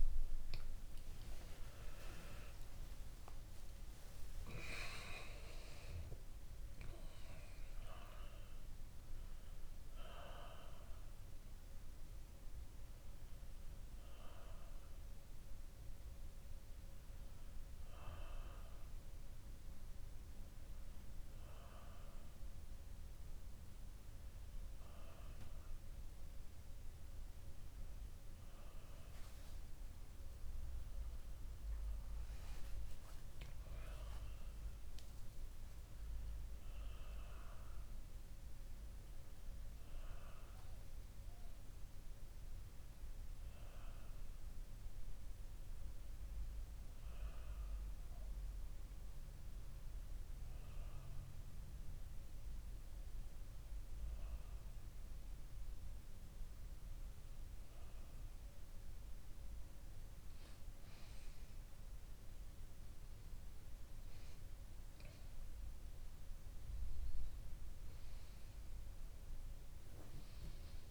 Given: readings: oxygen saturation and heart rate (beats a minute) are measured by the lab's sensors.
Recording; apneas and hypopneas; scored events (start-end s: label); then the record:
breathing in sleep by a room microphone; none
0.00-4.00 s: arousal
0.00-5.50 s: tachycardia (device-marked, heart rate 118 extreme)
9.50-70.90 s: new sleep stage, N1 (lightest sleep)
From the record:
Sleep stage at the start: N2 (light sleep); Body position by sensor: on the back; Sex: male